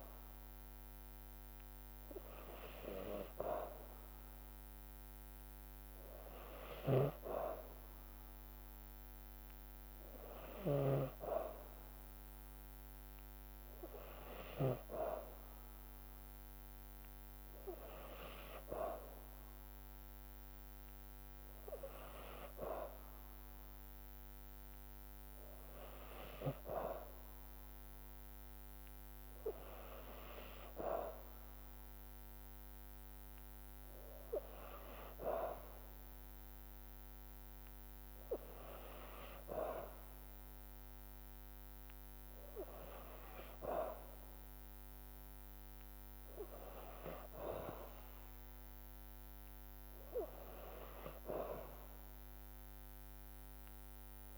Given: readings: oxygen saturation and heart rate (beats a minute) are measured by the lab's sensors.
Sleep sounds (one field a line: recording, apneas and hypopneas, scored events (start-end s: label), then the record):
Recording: breathing in sleep by a microphone on the trachea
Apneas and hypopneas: none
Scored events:
6.50-14.50 s: snoring (device-marked)
From the record:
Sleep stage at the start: N2 (light sleep)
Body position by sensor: on the back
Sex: female